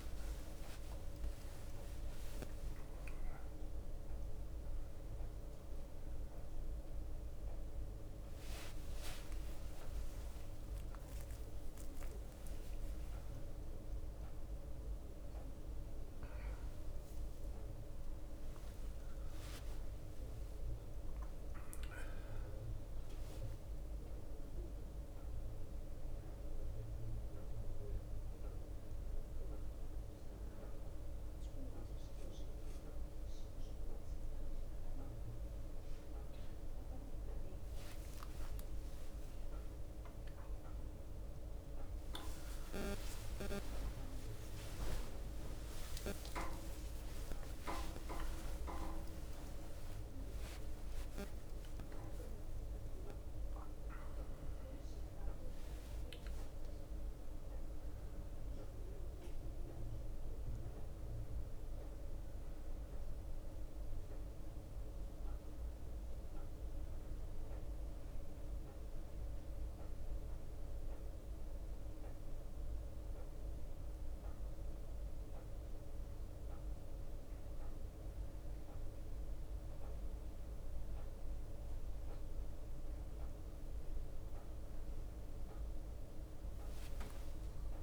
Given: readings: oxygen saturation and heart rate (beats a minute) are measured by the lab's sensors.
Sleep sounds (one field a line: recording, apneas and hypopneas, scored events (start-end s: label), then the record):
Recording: a person awake in a sleep study, hard to hear, by a room microphone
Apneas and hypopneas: none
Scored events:
0.00-7.50 s: drop in pulse transit time (device-marked)
0.00-50.50 s: bradycardia (device-marked)
8.50-17.50 s: oxygen desaturation (device-marked, oxygen 95% before, 92% lowest)
9.50-11.50 s: long interval between heartbeats (device-marked, heart rate 36 before, 36 extreme)
12.50-14.50 s: long interval between heartbeats (device-marked, heart rate 37 before, 36 extreme)
20.00-22.00 s: long interval between heartbeats (device-marked)
37.50-48.50 s: drop in pulse transit time (device-marked)
41.50-43.50 s: long interval between heartbeats (device-marked)
48.00-50.00 s: long interval between heartbeats (device-marked)
51.50-87.83 s: bradycardia (device-marked, heart rate 39 before, 25 extreme)
52.00-54.00 s: long interval between heartbeats (device-marked)
56.00-58.00 s: long interval between heartbeats (device-marked)
62.50-87.83 s: new sleep stage, N1 (lightest sleep)
65.00-67.00 s: long interval between heartbeats (device-marked, heart rate 37 before, 37 extreme)
65.50-74.50 s: oxygen desaturation (device-marked, oxygen 95% before, 91% lowest, heart rate 38 before, 40 extreme)
76.50-78.50 s: long interval between heartbeats (device-marked, heart rate 41 before, 53 extreme)
77.50-78.50 s: drop in pulse transit time (device-marked, heart rate 41 before, 53 extreme)
83.50-85.50 s: long interval between heartbeats (device-marked, heart rate 43 before, 45 extreme)
From the record:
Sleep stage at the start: awake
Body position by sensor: on the back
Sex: male